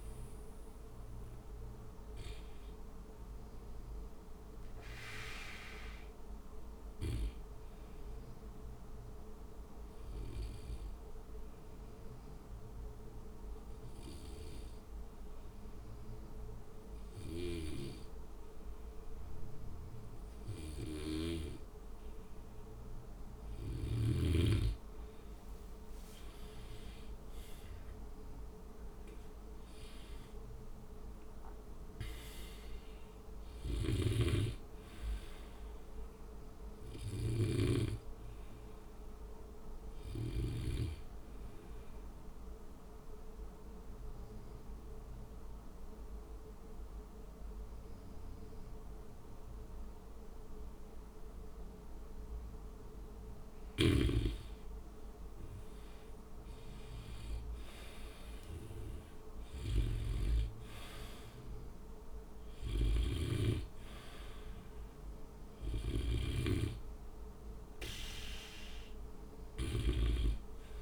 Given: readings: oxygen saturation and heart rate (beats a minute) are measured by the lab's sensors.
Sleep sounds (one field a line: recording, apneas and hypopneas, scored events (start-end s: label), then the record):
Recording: breathing in sleep by a room microphone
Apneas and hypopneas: 2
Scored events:
0.00-15.50 s: oxygen desaturation (device-marked, oxygen 92% lowest, heart rate 57 extreme)
2.50-70.82 s: new sleep stage, N2 (light sleep)
3.00-22.50 s: hypopnea (oxygen 97% before, 92% lowest, heart rate 62 before, 55 extreme, up 13 after)
25.50-29.00 s: arousal
28.50-38.50 s: oxygen desaturation (device-marked, oxygen 97% before, 93% lowest, heart rate 59 before, 55 extreme)
42.00-53.50 s: obstructive apnea (oxygen 98% before, 92% lowest, heart rate 65 before, 59 extreme, up 5 after)
53.50-60.00 s: snoring (device-marked)
57.50-70.82 s: oxygen desaturation (device-marked, oxygen 97% before, 93% lowest, heart rate 60 before, 59 extreme)
From the record:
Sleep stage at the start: REM sleep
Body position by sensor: on the back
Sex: male